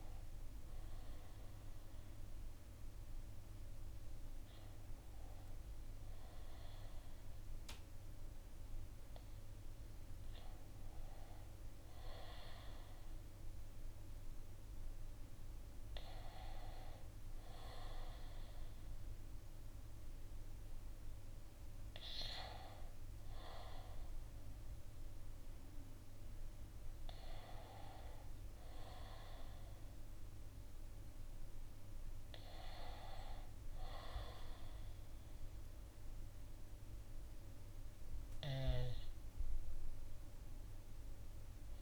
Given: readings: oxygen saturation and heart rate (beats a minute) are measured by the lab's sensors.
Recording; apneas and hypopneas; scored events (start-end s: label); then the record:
breathing in sleep by a room microphone; none
18.50-29.50 s: oxygen desaturation (device-marked, oxygen 96% before, 93% lowest, heart rate 64 before, 57 extreme)
From the record:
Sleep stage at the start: N1 (lightest sleep); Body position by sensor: on the right side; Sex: male